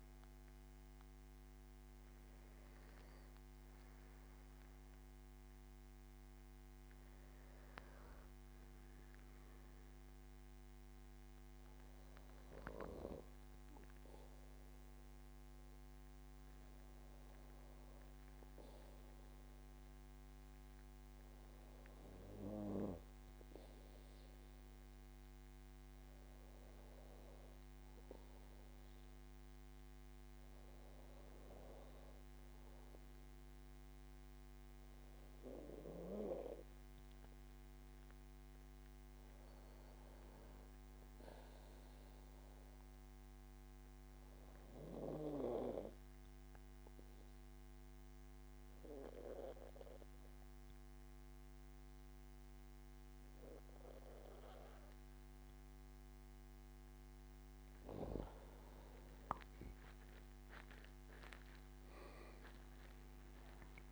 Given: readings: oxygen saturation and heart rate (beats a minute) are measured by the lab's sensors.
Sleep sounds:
breathing in sleep by a microphone on the trachea; 1
22.00-63.92 s: new sleep stage, N2 (light sleep)
43.50-56.50 s: obstructive apnea (oxygen 97% before, 93% lowest, heart rate 80 before, 80 extreme, up 9 after)
60.00-63.92 s: arousal
From the record:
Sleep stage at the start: N1 (lightest sleep); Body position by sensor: on the back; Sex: male

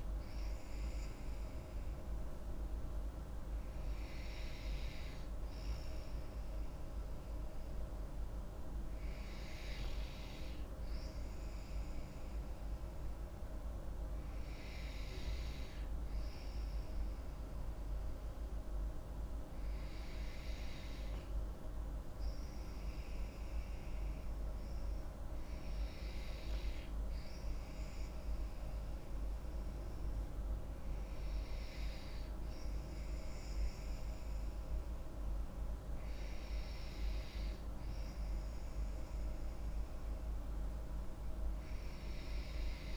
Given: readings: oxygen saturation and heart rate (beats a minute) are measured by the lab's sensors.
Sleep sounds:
breathing in sleep, hard to hear, by a room microphone; none
none scored
From the record:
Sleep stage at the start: N2 (light sleep); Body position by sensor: on the back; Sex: female

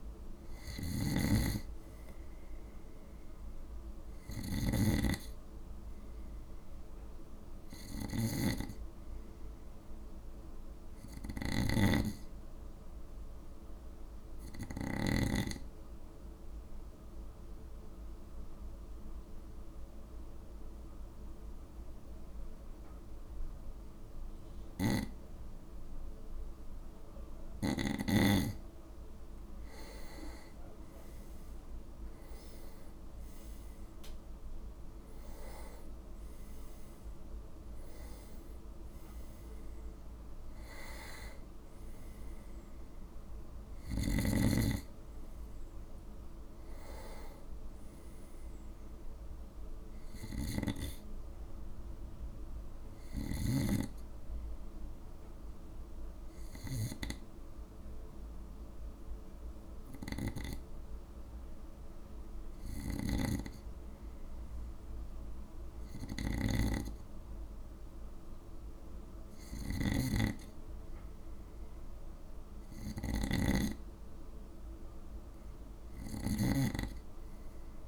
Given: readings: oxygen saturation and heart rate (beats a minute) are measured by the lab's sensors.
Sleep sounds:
breathing in sleep by a room microphone; 2
0.00-15.00 s: snoring (device-marked)
14.50-27.00 s: obstructive apnea (oxygen 97% before, 92% lowest, heart rate 59 before, 55 extreme, up 9 after)
29.00-32.00 s: arousal
44.00-76.50 s: snoring (device-marked)
56.00-69.00 s: hypopnea (oxygen 96% before, 92% lowest, heart rate 60 before, 54 extreme, up 5 after)
72.00-75.50 s: arousal
From the record:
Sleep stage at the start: N2 (light sleep); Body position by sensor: on the right side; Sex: male

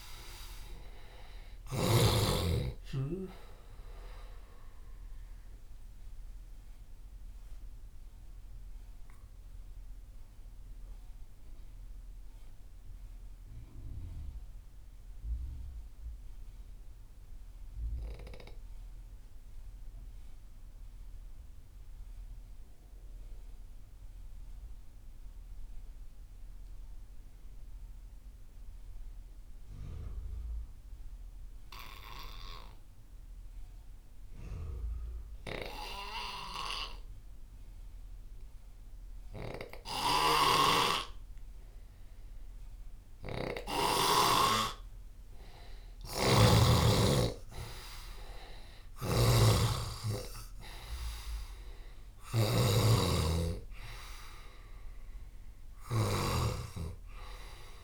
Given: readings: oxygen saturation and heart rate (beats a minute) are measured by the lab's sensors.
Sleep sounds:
breathing in sleep by a room microphone; 1
0.00-1.50 s: snoring (device-marked)
0.00-17.50 s: oxygen desaturation (device-marked, oxygen 88% lowest)
5.00-43.50 s: obstructive apnea (oxygen 98% before, 87% lowest)
35.50-57.84 s: oxygen desaturation (device-marked, oxygen 98% before, 87% lowest)
39.50-44.00 s: snoring (device-marked)
46.50-51.50 s: arousal
48.50-56.00 s: snoring (device-marked)
From the record:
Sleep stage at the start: N2 (light sleep); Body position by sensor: on the left side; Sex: male

